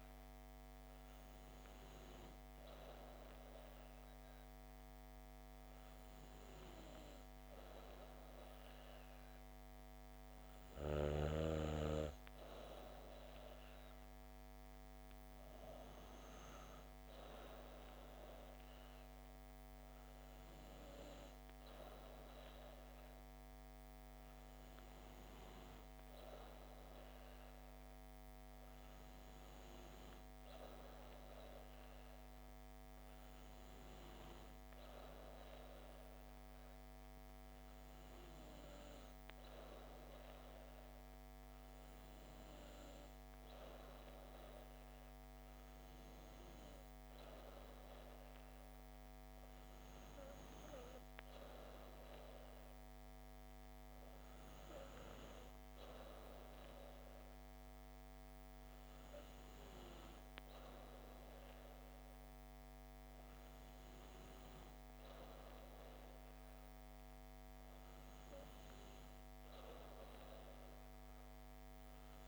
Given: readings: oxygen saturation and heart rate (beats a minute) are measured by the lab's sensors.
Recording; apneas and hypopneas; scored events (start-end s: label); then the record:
breathing in sleep, hard to hear, by a microphone on the trachea; none
none scored
From the record:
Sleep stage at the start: N2 (light sleep); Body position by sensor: on the back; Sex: female